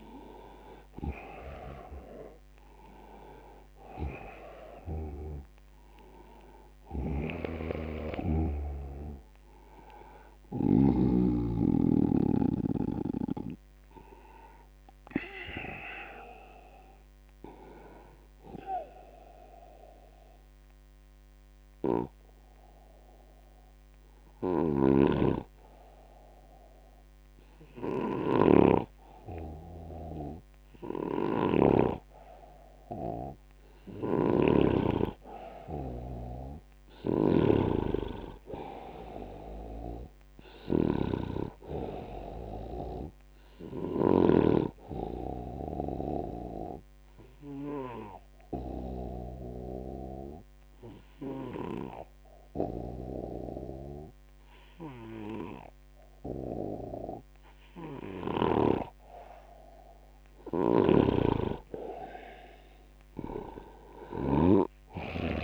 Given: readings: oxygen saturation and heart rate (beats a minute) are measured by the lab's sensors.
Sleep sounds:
breathing in sleep by a microphone on the trachea; 2
1.00-16.00 s: oxygen desaturation (device-marked, oxygen 97% before, 90% lowest, heart rate 81 before, 74 extreme)
7.00-11.00 s: snoring (device-marked)
17.00-32.00 s: hypopnea (oxygen 98% before, 88% lowest, heart rate 84 before, 74 extreme, up 8 after)
24.00-44.00 s: snoring (device-marked)
34.00-37.50 s: arousal
36.00-57.00 s: oxygen desaturation (device-marked, oxygen 97% before, 91% lowest, heart rate 81 before, 73 extreme)
46.00-60.00 s: obstructive apnea (oxygen 97% before, 88% lowest, heart rate 80 before, 73 extreme, up 6 after)
59.00-65.44 s: oxygen desaturation (device-marked, oxygen 97% before, 88% lowest, heart rate 80 before, 72 extreme)
60.50-65.44 s: snoring (device-marked)
64.00-65.44 s: arousal
From the record:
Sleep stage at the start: N2 (light sleep); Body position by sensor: on the back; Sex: male

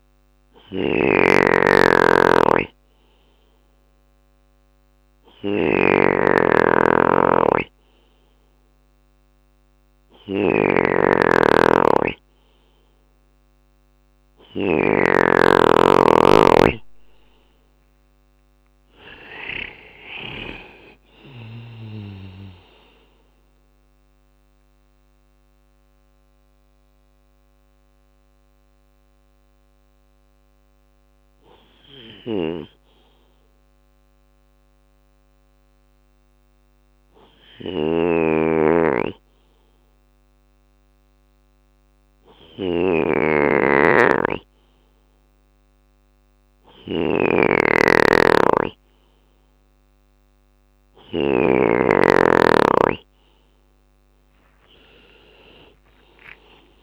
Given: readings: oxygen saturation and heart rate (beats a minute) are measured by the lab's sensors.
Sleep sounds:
breathing in sleep by a microphone on the trachea; 1
0.00-14.00 s: snoring (device-marked)
17.00-33.00 s: drop in pulse transit time (device-marked, heart rate 61 before, 59 extreme)
17.50-22.00 s: arousal
29.00-52.00 s: hypopnea (oxygen 96% before, 94% lowest, heart rate 64 before, 59 extreme, up 29 after)
31.00-50.50 s: snoring (device-marked)
From the record:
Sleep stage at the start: N2 (light sleep); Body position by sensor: on the left side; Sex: male

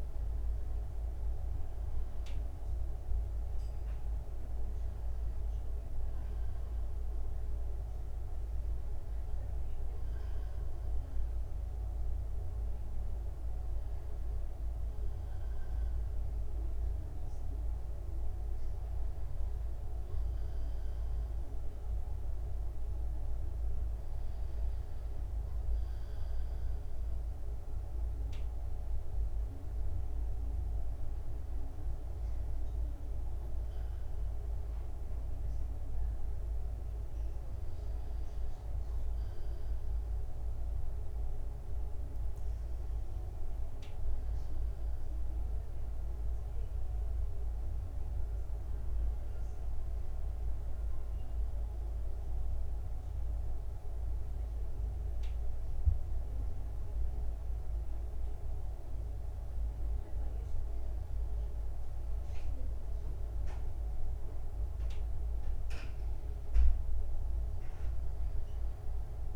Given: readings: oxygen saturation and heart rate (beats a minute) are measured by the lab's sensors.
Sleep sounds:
a person awake in a sleep study, hard to hear, by a room microphone; none
none scored
From the record:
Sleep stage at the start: awake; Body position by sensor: on the back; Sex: male

